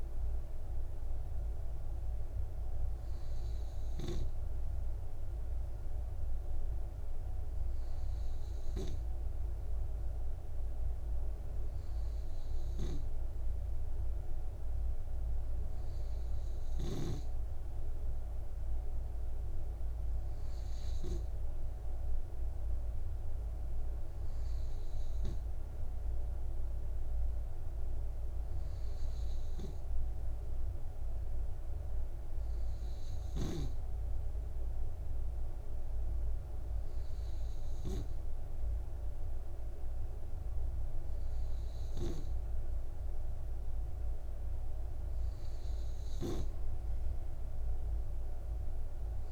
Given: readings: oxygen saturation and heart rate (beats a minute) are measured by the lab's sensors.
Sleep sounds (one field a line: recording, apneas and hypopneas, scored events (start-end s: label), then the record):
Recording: breathing in sleep by a room microphone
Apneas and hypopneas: none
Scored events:
none scored
From the record:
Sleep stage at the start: N2 (light sleep)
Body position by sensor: on the right side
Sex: male